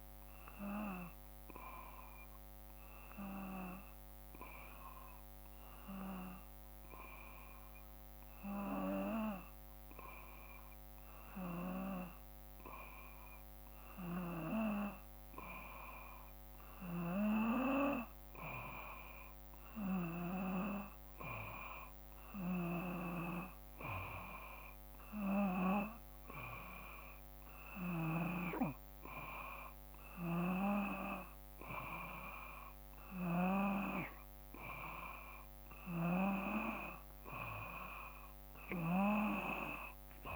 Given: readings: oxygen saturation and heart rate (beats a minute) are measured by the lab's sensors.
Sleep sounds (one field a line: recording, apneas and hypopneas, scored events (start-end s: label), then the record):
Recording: breathing in sleep by a microphone on the trachea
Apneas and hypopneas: 1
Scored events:
1.00-13.50 s: hypopnea (oxygen 95% before, 92% lowest, heart rate 55 before, 54 extreme, up 2 after)
16.00-21.50 s: arousal
22.50-28.50 s: snoring (device-marked)
From the record:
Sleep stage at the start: N2 (light sleep)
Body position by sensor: on the back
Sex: male